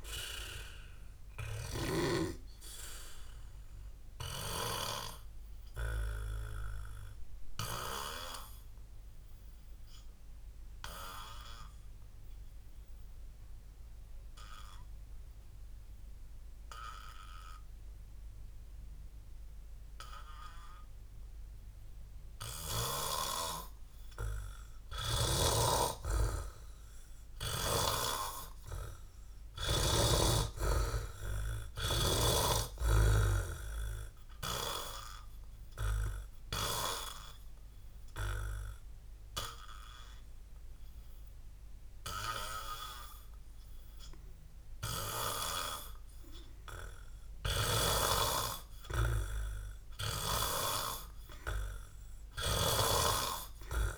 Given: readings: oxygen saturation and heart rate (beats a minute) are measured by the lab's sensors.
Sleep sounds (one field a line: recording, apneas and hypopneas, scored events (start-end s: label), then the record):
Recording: breathing in sleep by a room microphone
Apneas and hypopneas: 2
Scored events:
0.00-25.00 s: oxygen desaturation (device-marked, oxygen 88% lowest, heart rate 57 extreme)
3.00-24.50 s: obstructive apnea (oxygen 98% before, 83% lowest, heart rate 65 before, 58 extreme, up 19 after)
25.50-33.50 s: snoring (device-marked)
26.00-29.50 s: arousal
34.00-53.98 s: oxygen desaturation (device-marked, oxygen 99% before, 83% lowest, heart rate 66 before, 60 extreme)
35.00-47.00 s: obstructive apnea (oxygen 99% before, 83% lowest, heart rate 66 before, 61 extreme, up 15 after)
47.50-53.00 s: snoring (device-marked)
50.00-53.00 s: arousal
From the record:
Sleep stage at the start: N2 (light sleep)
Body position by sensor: on the back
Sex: male